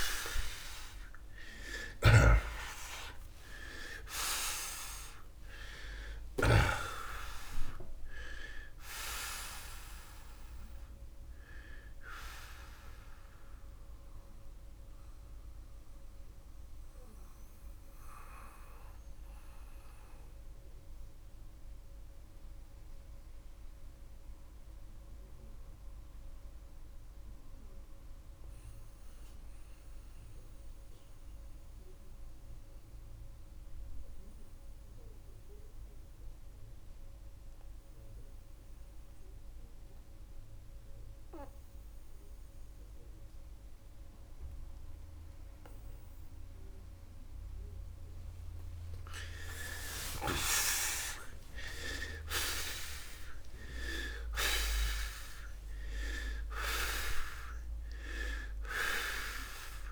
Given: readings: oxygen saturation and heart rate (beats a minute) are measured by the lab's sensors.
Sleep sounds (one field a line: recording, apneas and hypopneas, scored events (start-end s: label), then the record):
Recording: breathing in sleep by a room microphone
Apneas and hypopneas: 1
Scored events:
15.50-48.50 s: mixed apnea (oxygen 96% before, 80% lowest)
23.00-41.00 s: oxygen desaturation (device-marked, oxygen 94% before, 83% lowest, heart rate 53 before, 37 extreme)
50.50-56.00 s: arousal
From the record:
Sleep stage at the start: N2 (light sleep)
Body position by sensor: on the back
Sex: male